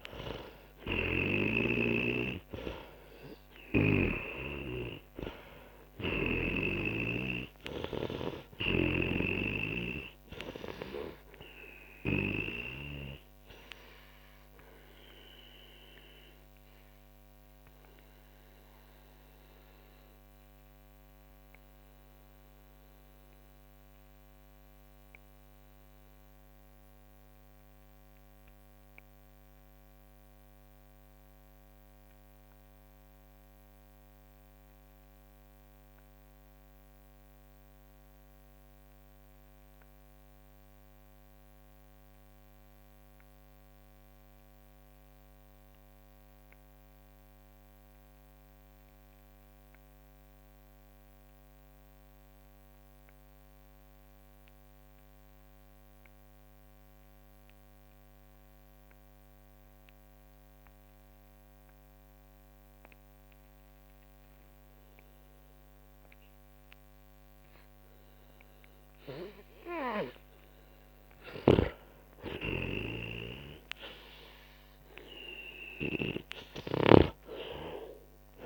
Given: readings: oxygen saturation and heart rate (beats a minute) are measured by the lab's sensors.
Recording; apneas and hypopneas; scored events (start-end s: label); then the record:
breathing in sleep by a microphone on the trachea; 1
0.00-43.50 s: oxygen desaturation (device-marked, oxygen 82% lowest, heart rate 40 extreme)
14.00-69.50 s: obstructive apnea (oxygen 97% before, 82% lowest, heart rate 65 before, 40 extreme, up 11 after)
64.50-78.46 s: oxygen desaturation (device-marked, oxygen 99% before, 84% lowest, heart rate 49 before, 40 extreme)
71.00-75.50 s: arousal
71.50-78.46 s: snoring (device-marked)
From the record:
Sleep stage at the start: N2 (light sleep); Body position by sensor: on the back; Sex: male